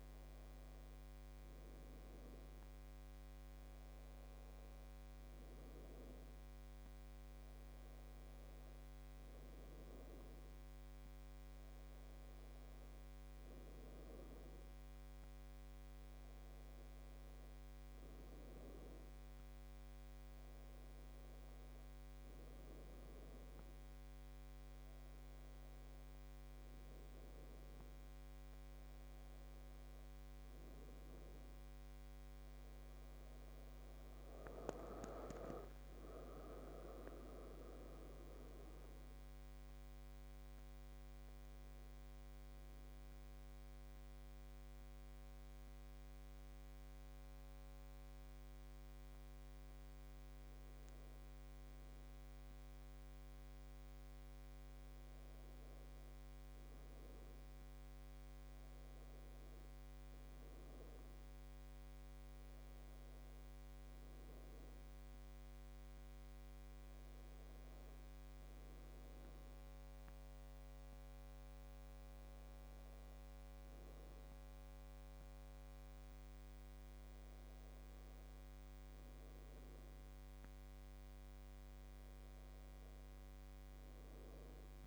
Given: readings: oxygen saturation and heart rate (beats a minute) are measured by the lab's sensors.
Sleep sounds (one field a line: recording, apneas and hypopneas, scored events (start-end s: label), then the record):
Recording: breathing in sleep, hard to hear, by a microphone on the trachea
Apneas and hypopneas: none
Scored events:
24.50-84.87 s: new sleep stage, N2 (light sleep)
From the record:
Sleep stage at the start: N1 (lightest sleep)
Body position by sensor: on the back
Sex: female